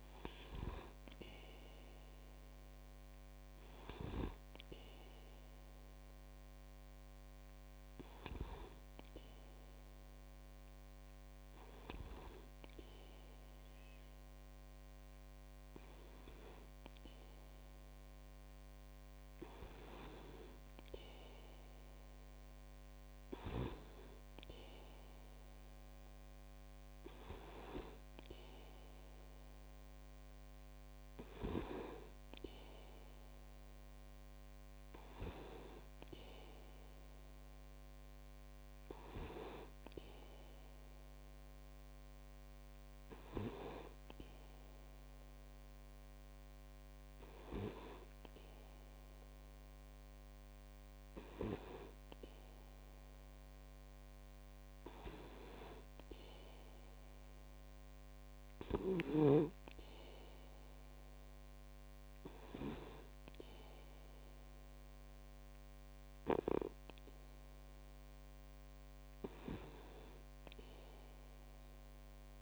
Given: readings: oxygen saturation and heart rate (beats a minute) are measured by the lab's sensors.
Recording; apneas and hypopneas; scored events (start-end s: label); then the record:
breathing in sleep by a microphone on the trachea; none
none scored
From the record:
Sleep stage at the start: N2 (light sleep); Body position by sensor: on the back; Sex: male